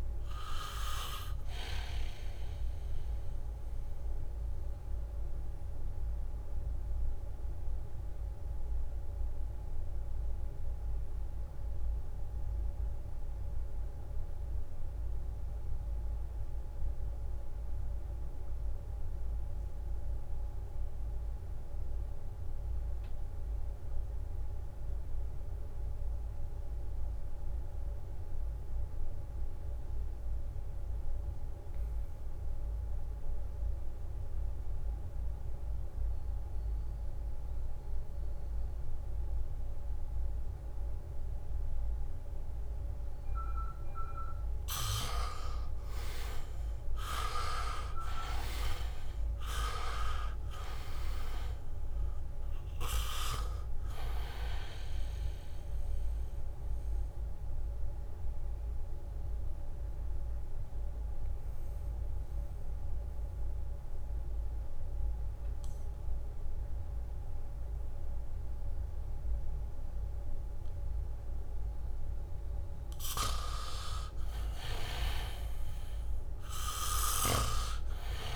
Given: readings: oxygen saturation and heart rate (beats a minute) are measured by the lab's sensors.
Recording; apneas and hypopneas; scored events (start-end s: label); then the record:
breathing in sleep by a room microphone; 2
0.00-17.00 s: oxygen desaturation (device-marked, oxygen 66% lowest, heart rate 53 extreme)
7.00-41.00 s: obstructive apnea (oxygen 83% before, 66% lowest, heart rate 71 before, 53 extreme, up 7 after)
27.00-71.00 s: oxygen desaturation (device-marked, oxygen 99% before, 66% lowest, heart rate 76 before, 53 extreme)
33.00-45.00 s: bradycardia (device-marked, heart rate 70 before, 53 extreme)
46.00-51.00 s: arousal
58.50-72.50 s: mixed apnea (oxygen 91% before, 66% lowest, heart rate 64 before, 73 extreme, up 2 after)
75.00-78.36 s: arousal
76.00-78.36 s: oxygen desaturation (device-marked, oxygen 99% before, 82% lowest, heart rate 78 before, 66 extreme)
From the record:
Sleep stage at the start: REM sleep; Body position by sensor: on the back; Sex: male